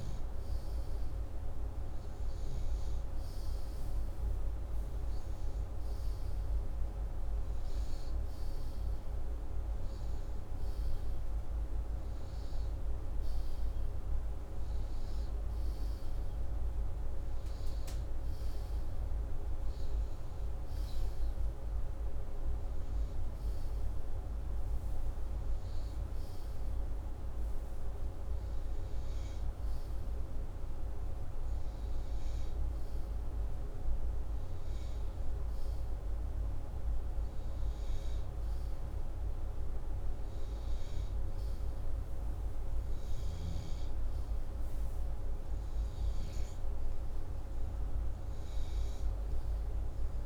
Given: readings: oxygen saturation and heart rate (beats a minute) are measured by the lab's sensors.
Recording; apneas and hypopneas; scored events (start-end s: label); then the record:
breathing in sleep, hard to hear, by a room microphone; none
none scored
From the record:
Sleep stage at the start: N2 (light sleep); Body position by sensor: upright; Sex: male